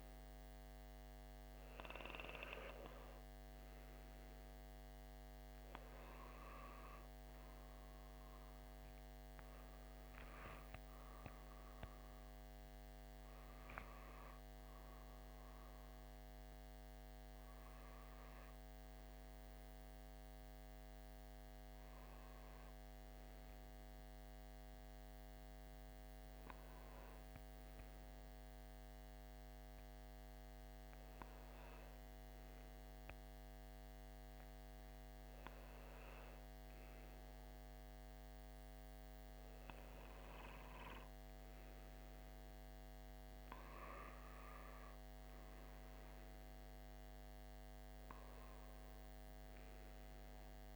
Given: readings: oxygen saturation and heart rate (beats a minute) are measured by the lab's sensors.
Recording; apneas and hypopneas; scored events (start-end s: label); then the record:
breathing in sleep, hard to hear, by a microphone on the trachea; none
11.00-16.50 s: arousal
From the record:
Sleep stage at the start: N2 (light sleep); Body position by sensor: on the left side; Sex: male